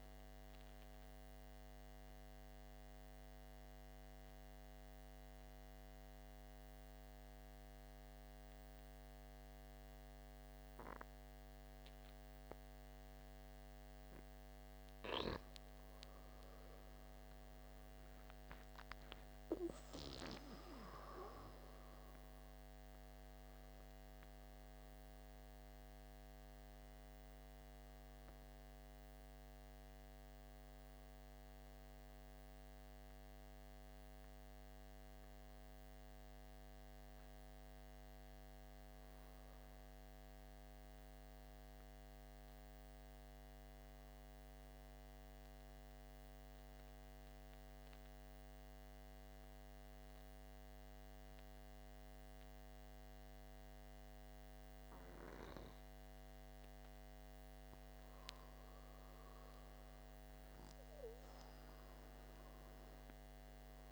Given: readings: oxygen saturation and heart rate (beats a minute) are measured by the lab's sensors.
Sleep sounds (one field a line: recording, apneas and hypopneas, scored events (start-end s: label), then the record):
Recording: breathing in sleep by a microphone on the trachea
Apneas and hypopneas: 2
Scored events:
0.00-10.50 s: oxygen desaturation (device-marked, oxygen 90% lowest, heart rate 53 extreme)
0.50-13.50 s: central apnea (oxygen 98% before, 90% lowest, heart rate 57 before, 53 extreme, up 10 after)
18.00-22.50 s: arousal
25.50-44.50 s: oxygen desaturation (device-marked, oxygen 97% before, 91% lowest, heart rate 58 before, 53 extreme)
44.50-56.50 s: central apnea (oxygen 97% before, 90% lowest, heart rate 59 before, 53 extreme, up 10 after)
61.50-63.92 s: new sleep stage, awake
From the record:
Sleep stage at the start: N2 (light sleep)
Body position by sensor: on the back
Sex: male